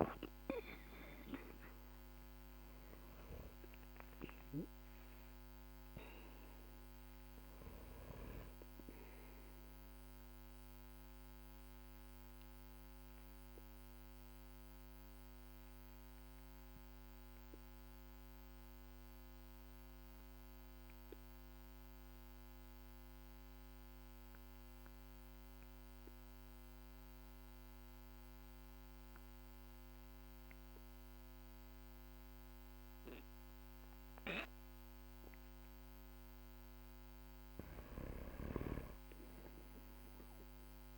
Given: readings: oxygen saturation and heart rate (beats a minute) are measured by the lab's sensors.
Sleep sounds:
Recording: breathing in sleep by a microphone on the trachea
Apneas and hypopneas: 1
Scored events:
9.50-35.50 s: obstructive apnea (oxygen 98% before, 91% lowest, heart rate 60 before, 45 extreme, up 14 after)
36.50-40.00 s: arousal
37.50-40.98 s: snoring (device-marked)
From the record:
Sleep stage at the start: N2 (light sleep)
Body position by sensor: on the back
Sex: male

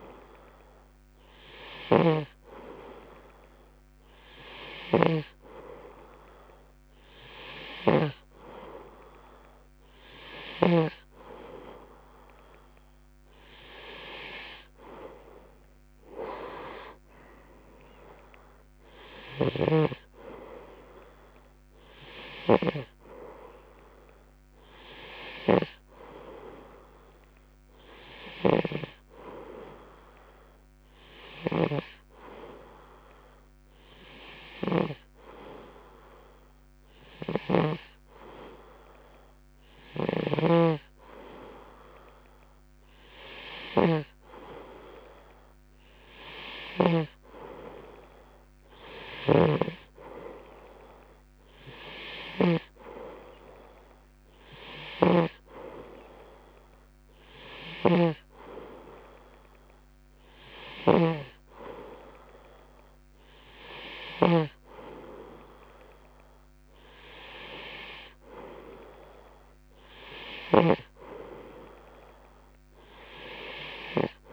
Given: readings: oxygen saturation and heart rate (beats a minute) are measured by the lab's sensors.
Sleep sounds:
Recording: breathing in sleep by a microphone on the trachea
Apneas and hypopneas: none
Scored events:
0.00-11.50 s: snoring (device-marked)
28.50-35.50 s: snoring (device-marked)
37.50-47.50 s: snoring (device-marked)
49.50-53.00 s: snoring (device-marked)
55.00-74.33 s: snoring (device-marked)
From the record:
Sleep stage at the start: N2 (light sleep)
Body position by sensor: on the right side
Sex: male

